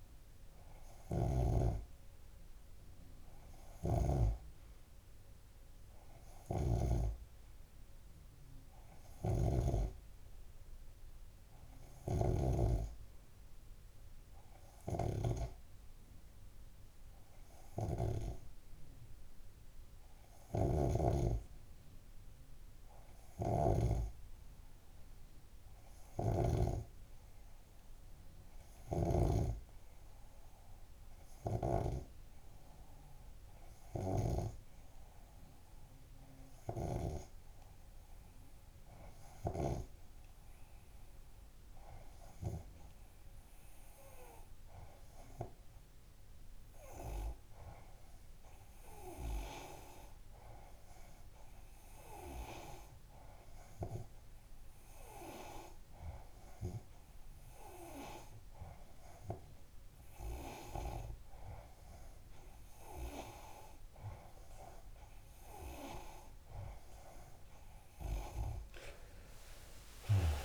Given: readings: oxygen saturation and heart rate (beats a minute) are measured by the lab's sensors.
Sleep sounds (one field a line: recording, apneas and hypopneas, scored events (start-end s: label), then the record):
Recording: breathing in sleep by a room microphone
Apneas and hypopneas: 1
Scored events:
0.00-2.00 s: snoring (device-marked)
4.00-13.00 s: snoring (device-marked)
15.00-24.50 s: snoring (device-marked)
15.50-60.00 s: hypopnea (oxygen 95% before, 91% lowest)
33.00-63.00 s: new sleep stage, N3 (deep sleep)
63.00-70.45 s: new sleep stage, N2 (light sleep)
From the record:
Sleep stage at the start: N2 (light sleep)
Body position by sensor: on the left side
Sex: male